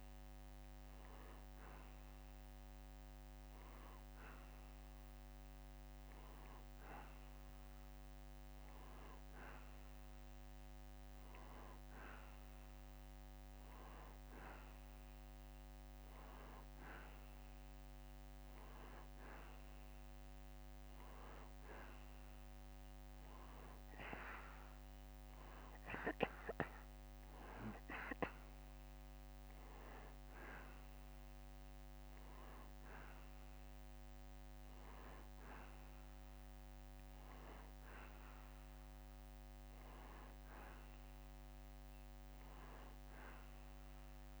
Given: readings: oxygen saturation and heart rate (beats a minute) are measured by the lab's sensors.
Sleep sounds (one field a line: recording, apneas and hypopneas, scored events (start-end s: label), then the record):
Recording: breathing in sleep by a microphone on the trachea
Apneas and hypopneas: none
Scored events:
none scored
From the record:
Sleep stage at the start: N2 (light sleep)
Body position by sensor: on the back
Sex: male